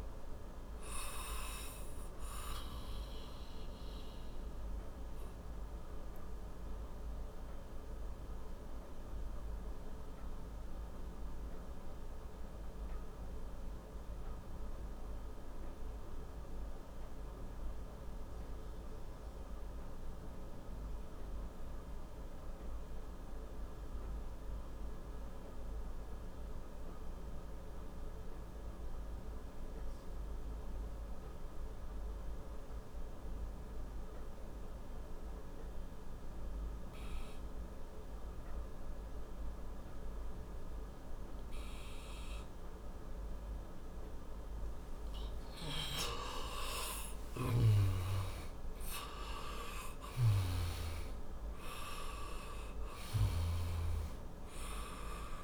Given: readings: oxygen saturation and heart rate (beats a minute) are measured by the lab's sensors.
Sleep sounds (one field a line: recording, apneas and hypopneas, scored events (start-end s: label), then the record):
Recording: breathing in sleep by a room microphone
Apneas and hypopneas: 1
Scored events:
0.00-19.50 s: oxygen desaturation (device-marked, oxygen 88% lowest, heart rate 54 extreme)
6.00-41.50 s: obstructive apnea (oxygen 97% before, 88% lowest, heart rate 69 before, 54 extreme, up 19 after)
39.50-55.44 s: oxygen desaturation (device-marked, oxygen 97% before, 88% lowest, heart rate 61 before, 56 extreme)
46.50-52.00 s: arousal
From the record:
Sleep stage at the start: N2 (light sleep)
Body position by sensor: on the back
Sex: male